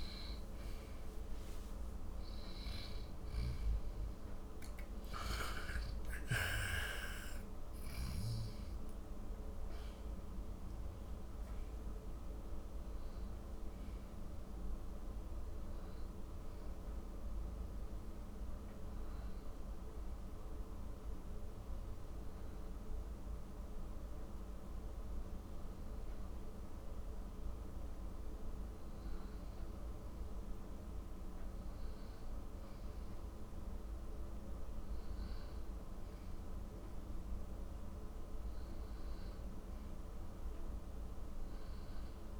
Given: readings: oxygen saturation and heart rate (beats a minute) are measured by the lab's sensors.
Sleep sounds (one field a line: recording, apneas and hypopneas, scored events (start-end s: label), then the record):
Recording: breathing in sleep, hard to hear, by a room microphone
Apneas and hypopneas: none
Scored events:
none scored
From the record:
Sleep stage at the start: N1 (lightest sleep)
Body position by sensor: on the back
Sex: male